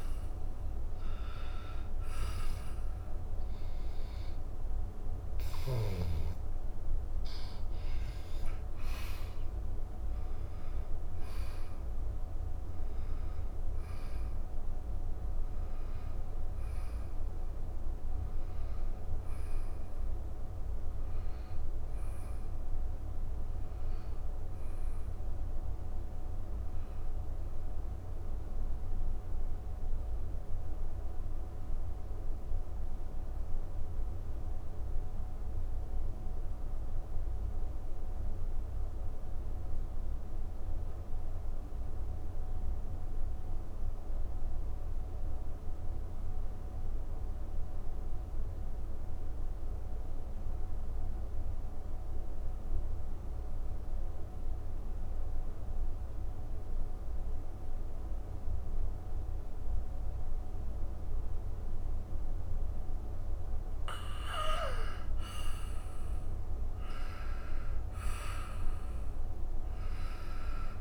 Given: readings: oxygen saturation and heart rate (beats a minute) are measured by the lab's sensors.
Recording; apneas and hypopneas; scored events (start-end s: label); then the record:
breathing in sleep, hard to hear, by a room microphone; 1
2.50-31.50 s: oxygen desaturation (device-marked, oxygen 97% before, 89% lowest, heart rate 102 before, 39 extreme)
22.00-63.50 s: mixed apnea (oxygen 97% before, 89% lowest, heart rate 129 before, 37 extreme)
65.00-70.00 s: arousal
From the record:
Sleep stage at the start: N2 (light sleep); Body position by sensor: on the back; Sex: male